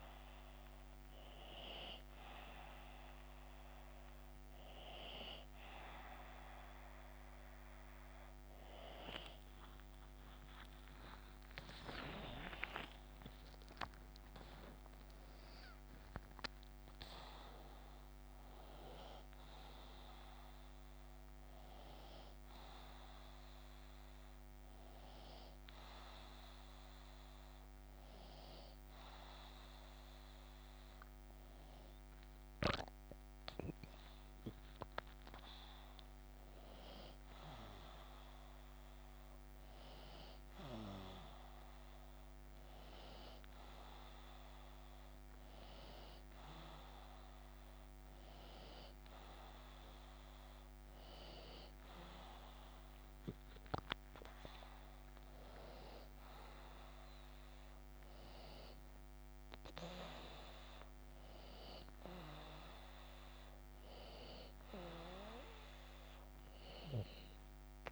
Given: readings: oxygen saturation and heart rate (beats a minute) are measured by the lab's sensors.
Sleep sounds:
a person awake in a sleep study, by a microphone on the trachea; none
1.50-7.50 s: drop in pulse transit time (device-marked)
27.50-29.50 s: drop in pulse transit time (device-marked)
32.50-34.50 s: long interval between heartbeats (device-marked)
35.00-37.00 s: long interval between heartbeats (device-marked)
37.50-39.50 s: long interval between heartbeats (device-marked)
42.50-50.50 s: drop in pulse transit time (device-marked)
47.00-49.00 s: long interval between heartbeats (device-marked)
53.50-67.92 s: new sleep stage, N1 (lightest sleep)
56.00-58.00 s: long interval between heartbeats (device-marked)
65.00-67.00 s: long interval between heartbeats (device-marked)
From the record:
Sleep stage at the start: awake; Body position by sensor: on the back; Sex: male

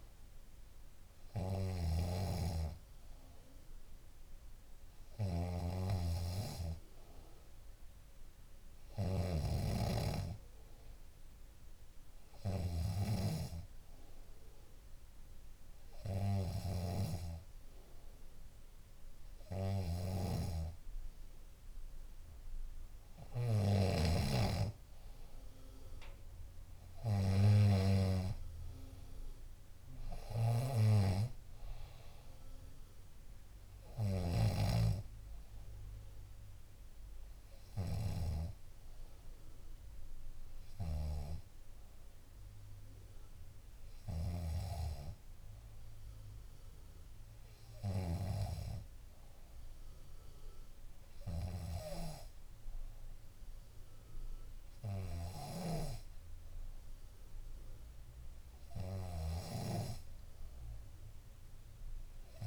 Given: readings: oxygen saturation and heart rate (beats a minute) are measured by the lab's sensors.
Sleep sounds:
breathing in sleep by a room microphone; none
0.00-34.50 s: snoring (device-marked)
44.00-48.50 s: snoring (device-marked)
From the record:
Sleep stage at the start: N2 (light sleep); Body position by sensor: on the back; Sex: female

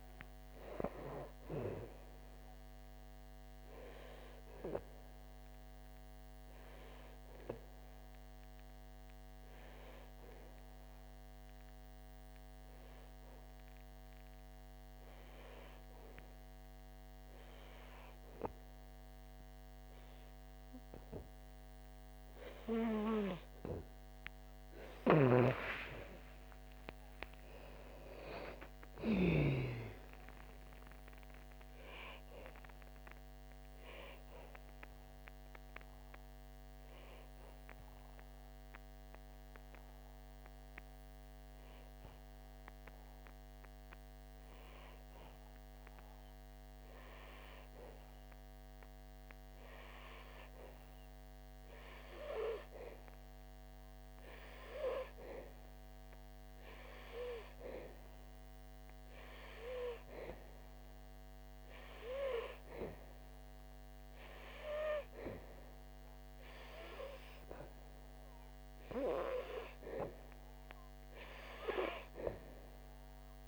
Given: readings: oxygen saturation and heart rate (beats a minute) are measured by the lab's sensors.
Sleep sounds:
breathing in sleep by a microphone on the trachea; 2
0.00-9.00 s: oxygen desaturation (device-marked, oxygen 90% lowest, heart rate 49 extreme)
4.50-21.50 s: hypopnea (oxygen 97% before, 90% lowest, heart rate 69 before, 49 extreme, up 7 after)
25.00-29.00 s: arousal
25.50-30.00 s: snoring (device-marked)
32.00-42.00 s: oxygen desaturation (device-marked, oxygen 97% before, 94% lowest, heart rate 59 before, 58 extreme)
35.50-61.00 s: obstructive apnea (oxygen 97% before, 92% lowest, heart rate 59 before, 58 extreme, up 1 after)
63.50-66.50 s: arousal
71.00-73.48 s: oxygen desaturation (device-marked, oxygen 97% before, 92% lowest, heart rate 65 before, 62 extreme)
From the record:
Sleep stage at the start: N2 (light sleep); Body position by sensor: on the back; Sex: female

